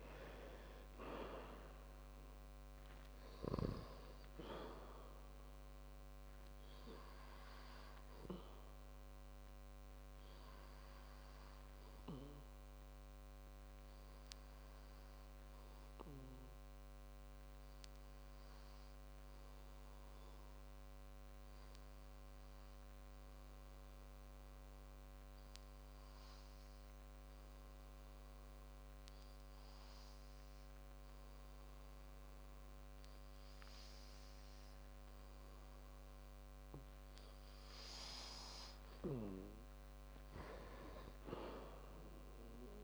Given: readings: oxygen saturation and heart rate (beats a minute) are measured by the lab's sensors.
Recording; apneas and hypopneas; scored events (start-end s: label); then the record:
breathing in sleep by a microphone on the trachea; 1
13.50-37.50 s: hypopnea (oxygen 98% before, 95% lowest, heart rate 63 before, 51 extreme, up 16 after)
40.50-42.84 s: arousal
From the record:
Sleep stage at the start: N2 (light sleep); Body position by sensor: on the back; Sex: male